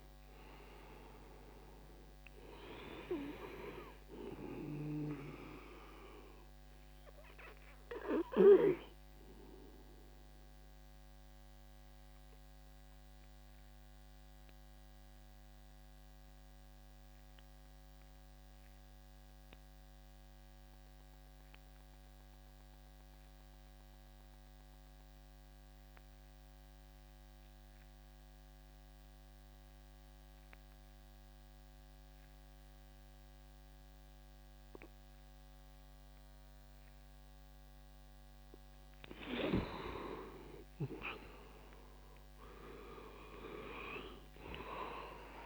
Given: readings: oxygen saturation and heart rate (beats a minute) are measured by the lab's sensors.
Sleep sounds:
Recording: breathing in sleep by a microphone on the trachea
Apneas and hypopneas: 1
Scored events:
0.00-24.50 s: oxygen desaturation (device-marked, oxygen 91% lowest, heart rate 60 extreme)
10.00-38.50 s: obstructive apnea (oxygen 100% before, 89% lowest, heart rate 67 before, 60 extreme, up 12 after)
35.50-45.46 s: oxygen desaturation (device-marked, oxygen 99% before, 92% lowest, heart rate 66 before, 62 extreme)
40.50-45.46 s: arousal
From the record:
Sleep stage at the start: N2 (light sleep)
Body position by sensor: on the back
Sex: male

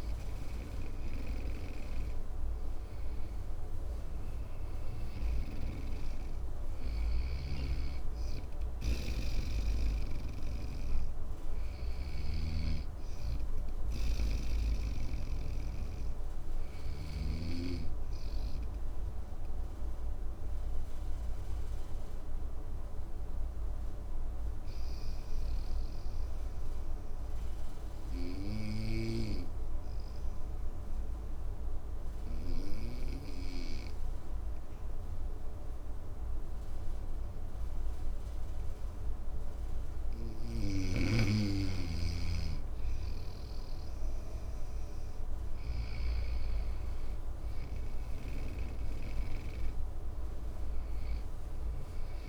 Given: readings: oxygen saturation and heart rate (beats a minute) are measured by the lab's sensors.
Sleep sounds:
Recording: breathing in sleep by a room microphone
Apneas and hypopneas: 1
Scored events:
0.00-1.50 s: arousal
0.00-26.00 s: oxygen desaturation (device-marked, oxygen 94% lowest, heart rate 55 extreme)
11.50-17.00 s: snoring (device-marked)
18.50-40.00 s: obstructive apnea (oxygen 98% before, 94% lowest, heart rate 62 before, 55 extreme, up 6 after)
43.00-46.50 s: arousal
From the record:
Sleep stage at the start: N2 (light sleep)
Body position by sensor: on the right side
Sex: male

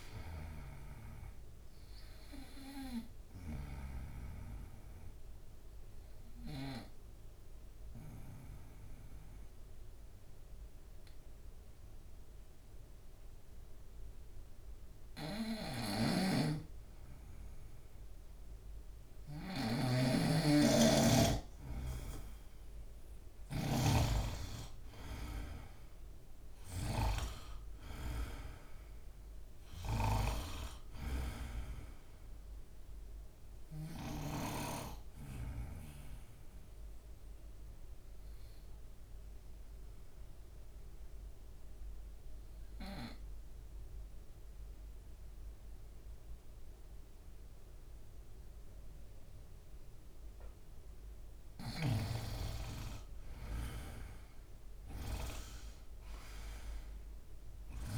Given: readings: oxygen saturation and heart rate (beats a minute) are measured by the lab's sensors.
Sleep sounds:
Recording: breathing in sleep by a room microphone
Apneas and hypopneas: 2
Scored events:
3.00-19.00 s: obstructive apnea (oxygen 98% before, 90% lowest, heart rate 73 before, 71 extreme, up 3 after)
12.50-26.50 s: oxygen desaturation (device-marked, oxygen 98% before, 90% lowest, heart rate 74 before, 69 extreme)
15.00-23.50 s: snoring (device-marked)
22.50-26.00 s: arousal
35.50-54.50 s: oxygen desaturation (device-marked, oxygen 98% before, 91% lowest, heart rate 74 before, 69 extreme)
36.00-50.00 s: obstructive apnea (oxygen 98% before, 90% lowest, heart rate 74 before, 69 extreme, up 5 after)
51.00-57.98 s: snoring (device-marked)
53.00-56.00 s: arousal
From the record:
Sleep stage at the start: N2 (light sleep)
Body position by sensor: on the right side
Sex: male

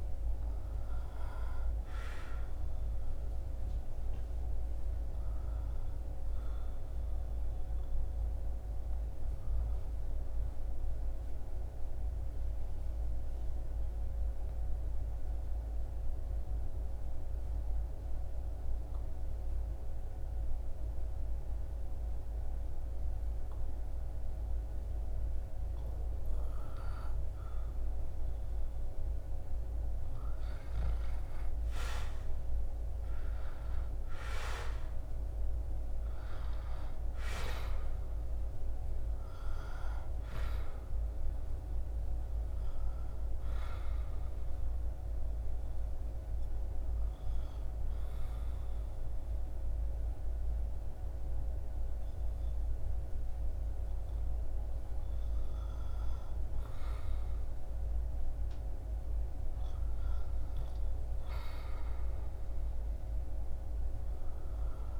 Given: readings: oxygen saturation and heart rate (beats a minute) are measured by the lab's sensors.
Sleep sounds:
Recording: breathing in sleep, hard to hear, by a room microphone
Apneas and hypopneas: 2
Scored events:
2.50-28.50 s: obstructive apnea (oxygen 99% before, 95% lowest, heart rate 73 before, 67 extreme, up 10 after)
30.50-35.00 s: arousal
44.00-55.50 s: obstructive apnea (oxygen 99% before, 94% lowest, heart rate 72 before, 61 extreme, up 3 after)
59.00-64.00 s: arousal
59.00-65.00 s: oxygen desaturation (device-marked, oxygen 99% before, 95% lowest, heart rate 72 before, 60 extreme)
From the record:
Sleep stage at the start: N2 (light sleep)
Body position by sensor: on the back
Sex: male

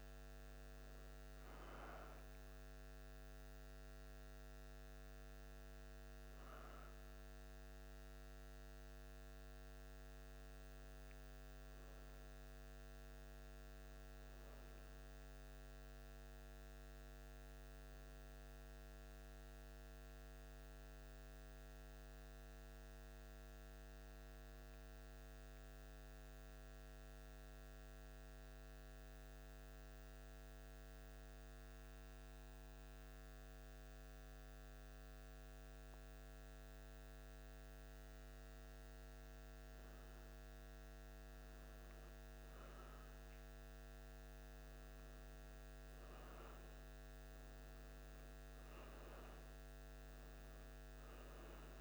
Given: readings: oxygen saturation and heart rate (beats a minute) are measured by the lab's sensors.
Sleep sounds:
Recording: breathing in sleep, hard to hear, by a microphone on the trachea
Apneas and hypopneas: 1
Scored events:
19.50-36.50 s: central apnea (oxygen 96% before, 94% lowest, heart rate 78 before, 76 extreme, up 1 after)
39.50-45.00 s: arousal
From the record:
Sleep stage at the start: N1 (lightest sleep)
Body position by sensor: on the back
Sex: male

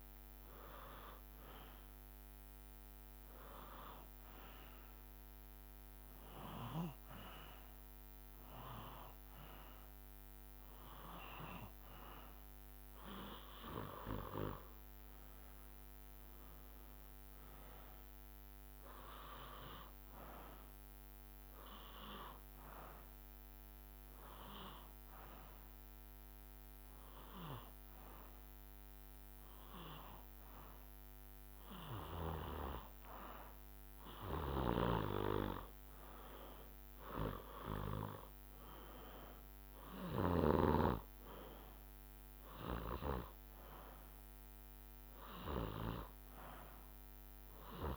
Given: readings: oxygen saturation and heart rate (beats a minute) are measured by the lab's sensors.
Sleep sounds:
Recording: breathing in sleep by a microphone on the trachea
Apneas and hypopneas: 2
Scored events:
0.00-4.50 s: drop in pulse transit time (device-marked, heart rate 67 extreme)
2.50-13.50 s: hypopnea (oxygen 97% before, 94% lowest, heart rate 68 before, 61 extreme, up 12 after)
15.50-19.00 s: arousal
15.50-24.50 s: drop in pulse transit time (device-marked, heart rate 68 before, 63 extreme)
23.50-33.50 s: hypopnea (oxygen 97% before, 94% lowest, heart rate 67 before, 62 extreme, up 15 after)
36.00-38.50 s: arousal
36.50-45.50 s: drop in pulse transit time (device-marked, heart rate 66 before, 66 extreme)
From the record:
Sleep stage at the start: N2 (light sleep)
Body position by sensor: on the back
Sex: male

